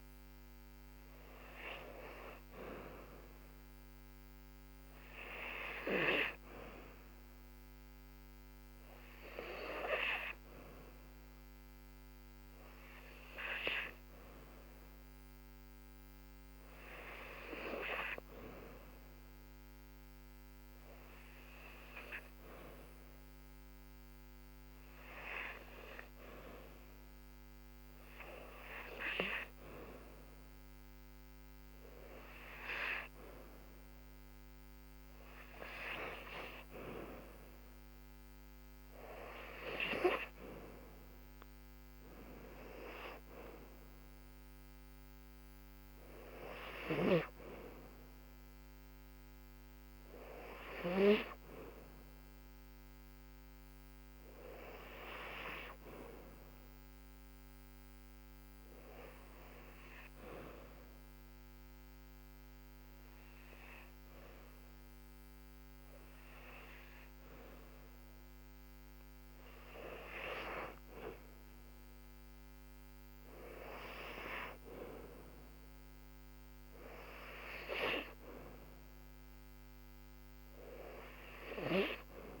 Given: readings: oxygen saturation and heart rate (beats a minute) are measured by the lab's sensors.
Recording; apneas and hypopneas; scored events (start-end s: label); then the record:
breathing in sleep by a microphone on the trachea; 1
56.50-68.50 s: obstructive apnea (oxygen 96% before, 94% lowest, heart rate 74 before, 67 extreme, up 6 after)
70.00-73.50 s: arousal
From the record:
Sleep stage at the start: N2 (light sleep); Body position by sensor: on the back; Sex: female